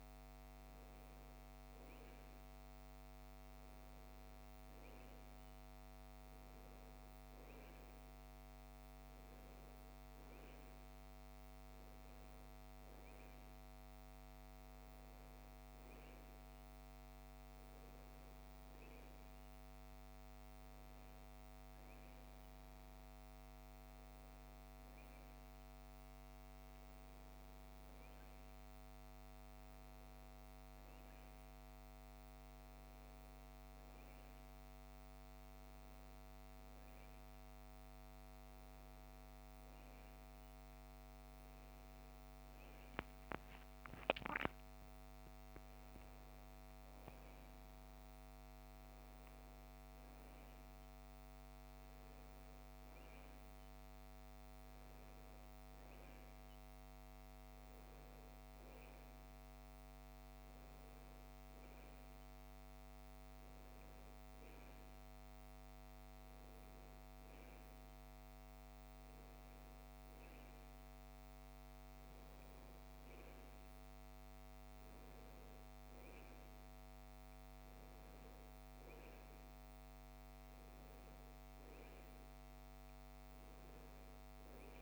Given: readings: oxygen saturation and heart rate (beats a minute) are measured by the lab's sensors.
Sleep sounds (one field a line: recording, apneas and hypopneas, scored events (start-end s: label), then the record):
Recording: a person partly awake in a sleep study, hard to hear, by a microphone on the trachea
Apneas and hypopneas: none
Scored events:
30.00-60.00 s: new sleep stage, awake
60.00-84.81 s: new sleep stage, N1 (lightest sleep)
From the record:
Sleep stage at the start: N1 (lightest sleep)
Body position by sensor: on the right side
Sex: female